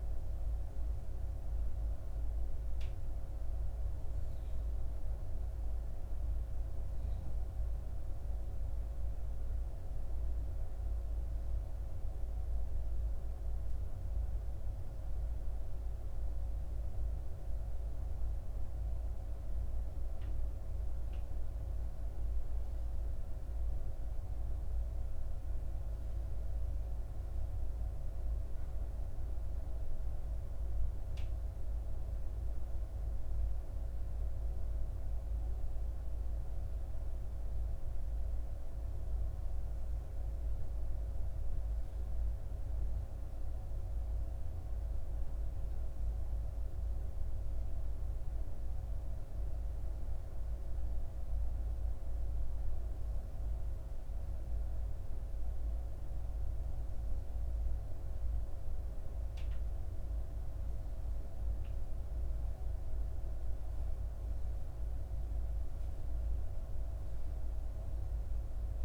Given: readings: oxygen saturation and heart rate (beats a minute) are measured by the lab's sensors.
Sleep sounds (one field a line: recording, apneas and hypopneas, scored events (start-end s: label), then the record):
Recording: breathing in sleep, hard to hear, by a room microphone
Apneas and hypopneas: none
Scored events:
none scored
From the record:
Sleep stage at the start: N2 (light sleep)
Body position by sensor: on the back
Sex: female